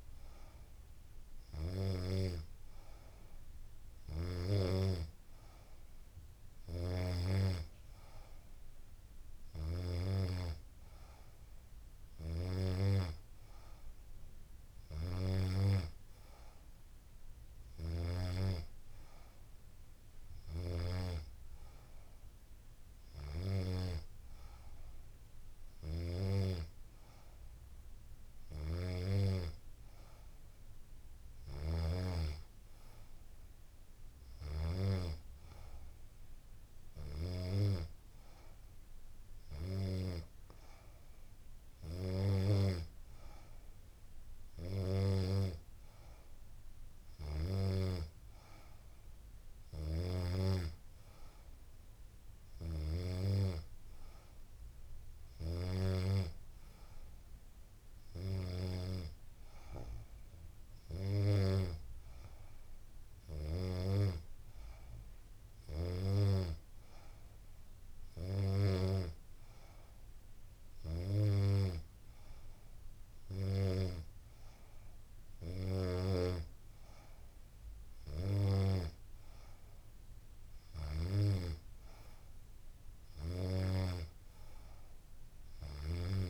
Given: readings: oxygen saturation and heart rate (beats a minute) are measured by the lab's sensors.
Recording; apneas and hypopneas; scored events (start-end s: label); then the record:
breathing in sleep by a room microphone; none
none scored
From the record:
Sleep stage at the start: N2 (light sleep); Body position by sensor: on the back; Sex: female